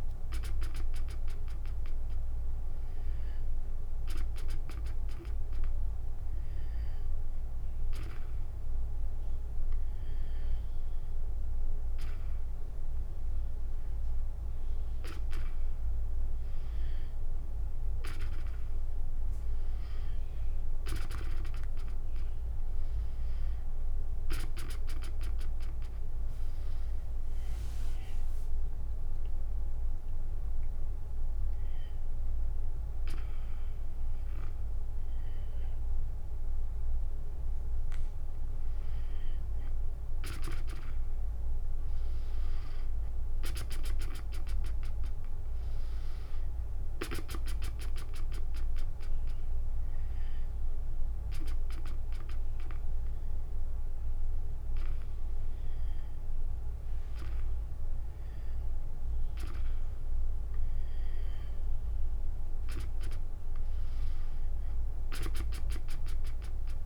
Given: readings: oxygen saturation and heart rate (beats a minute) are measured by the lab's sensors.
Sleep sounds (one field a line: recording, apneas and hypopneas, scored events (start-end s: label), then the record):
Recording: breathing in sleep by a room microphone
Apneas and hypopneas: 2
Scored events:
25.00-37.00 s: drop in pulse transit time (device-marked, heart rate 77 before, 72 extreme)
27.50-38.50 s: hypopnea (oxygen 96% before, 93% lowest, heart rate 79 before, 65 extreme, up 41 after)
41.00-45.00 s: arousal
43.00-46.00 s: tachycardia (device-marked, heart rate 75 before, 89 extreme)
48.00-59.00 s: oxygen desaturation (device-marked, oxygen 96% before, 93% lowest, heart rate 80 before, 62 extreme)
50.50-62.00 s: hypopnea (oxygen 96% before, 92% lowest, heart rate 82 before, 61 extreme, up 31 after)
From the record:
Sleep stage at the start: N2 (light sleep)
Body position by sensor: on the back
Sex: female